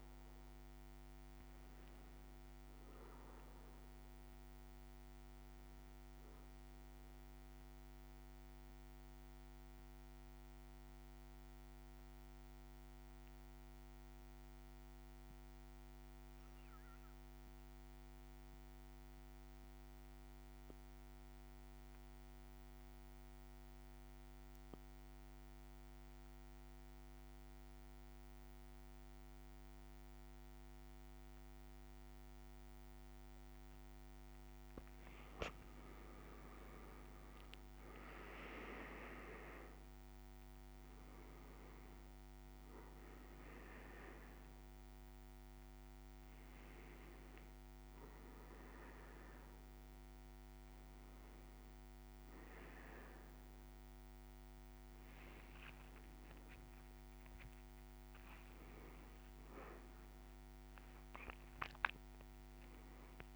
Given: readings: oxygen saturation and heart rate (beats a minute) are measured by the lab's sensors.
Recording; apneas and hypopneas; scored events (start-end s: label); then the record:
breathing in sleep by a microphone on the trachea; 1
0.00-4.00 s: arousal
7.50-34.00 s: central apnea (oxygen 100% before, 92% lowest, heart rate 56 before, 54 extreme, up 5 after)
33.50-63.35 s: oxygen desaturation (device-marked, oxygen 99% before, 92% lowest, heart rate 56 before, 54 extreme)
36.50-40.50 s: arousal
55.50-61.00 s: arousal
From the record:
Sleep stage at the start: N2 (light sleep); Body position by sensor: on the back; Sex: male